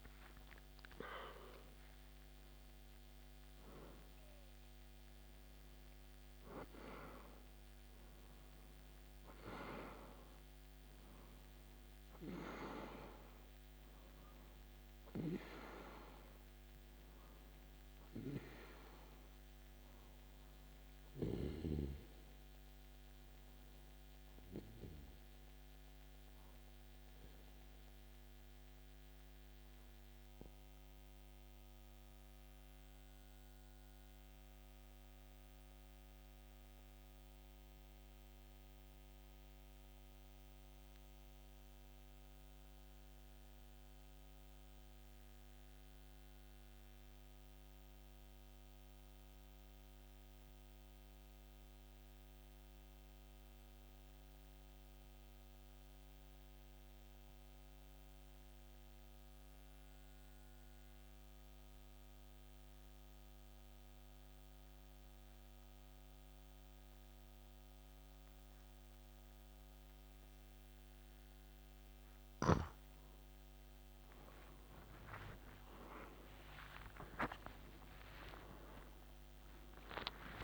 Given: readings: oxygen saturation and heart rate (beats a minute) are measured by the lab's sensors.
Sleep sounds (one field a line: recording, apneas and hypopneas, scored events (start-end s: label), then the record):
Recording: breathing in sleep by a microphone on the trachea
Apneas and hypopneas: 1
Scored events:
0.00-2.00 s: arousal
0.50-38.50 s: oxygen desaturation (device-marked, oxygen 97% before, 89% lowest, heart rate 53 before, 51 extreme)
29.00-71.50 s: mixed apnea (oxygen 97% before, 88% lowest, heart rate 55 before, 48 extreme, up 25 after)
76.50-80.44 s: oxygen desaturation (device-marked, oxygen 96% before, 92% lowest, heart rate 54 before, 57 extreme)
79.50-80.44 s: new sleep stage, awake
From the record:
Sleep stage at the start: N2 (light sleep)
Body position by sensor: on the back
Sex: male